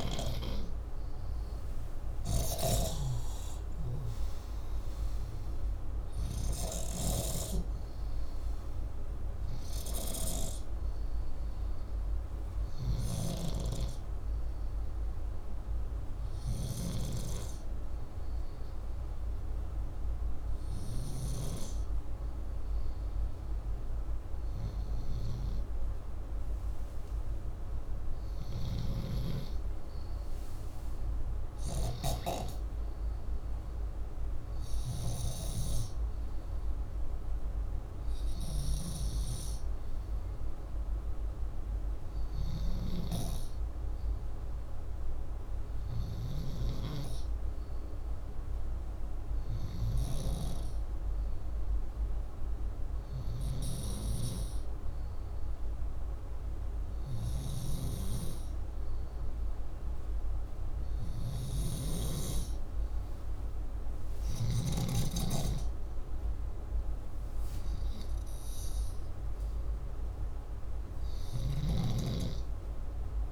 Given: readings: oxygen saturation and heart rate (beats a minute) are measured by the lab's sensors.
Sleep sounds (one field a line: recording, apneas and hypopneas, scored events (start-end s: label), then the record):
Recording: breathing in sleep by a room microphone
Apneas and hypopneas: 1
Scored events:
0.00-4.00 s: arousal
0.00-16.00 s: oxygen desaturation (device-marked, oxygen 93% lowest, heart rate 36 extreme)
15.50-27.50 s: hypopnea (oxygen 97% before, 93% lowest, heart rate 65 before, 36 extreme, up 7 after)
30.00-34.00 s: arousal
From the record:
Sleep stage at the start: N2 (light sleep)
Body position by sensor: upright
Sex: male